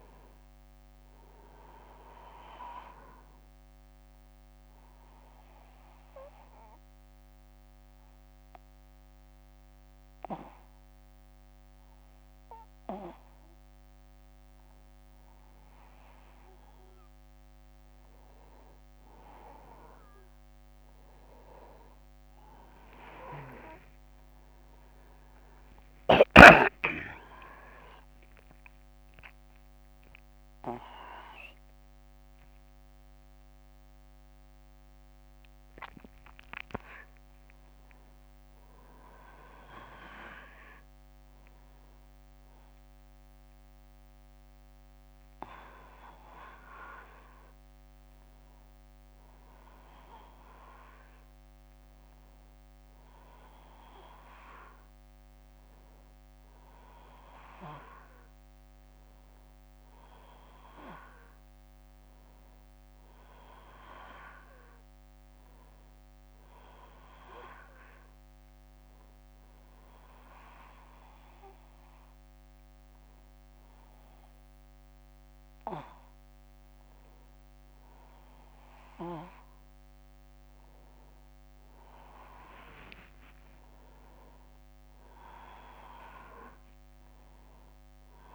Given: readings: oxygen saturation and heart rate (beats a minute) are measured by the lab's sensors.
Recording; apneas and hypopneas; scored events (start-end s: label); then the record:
breathing in sleep by a microphone on the trachea; 1
4.00-16.50 s: obstructive apnea (oxygen 96% before, 92% lowest, heart rate 67 before, 61 extreme, up 2 after)
21.00-25.00 s: arousal
26.50-37.50 s: oxygen desaturation (device-marked, oxygen 96% before, 92% lowest, heart rate 62 before, 64 extreme)
78.50-82.00 s: arousal
From the record:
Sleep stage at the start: N1 (lightest sleep); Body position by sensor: on the back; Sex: male